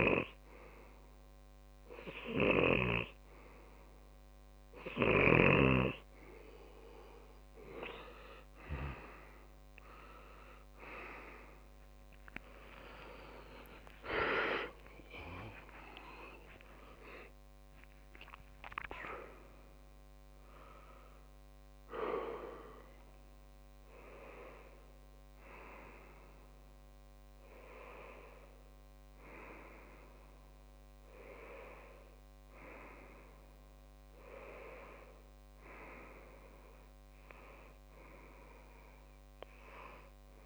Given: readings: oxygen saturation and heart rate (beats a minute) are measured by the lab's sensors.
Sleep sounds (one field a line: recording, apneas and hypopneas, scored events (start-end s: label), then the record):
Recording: breathing in sleep by a microphone on the trachea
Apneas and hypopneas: none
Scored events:
0.00-7.00 s: oxygen desaturation (device-marked, oxygen 93% lowest)
13.00-15.00 s: long interval between heartbeats (device-marked)
13.50-18.50 s: arousal
From the record:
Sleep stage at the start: N2 (light sleep)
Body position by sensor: on the back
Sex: male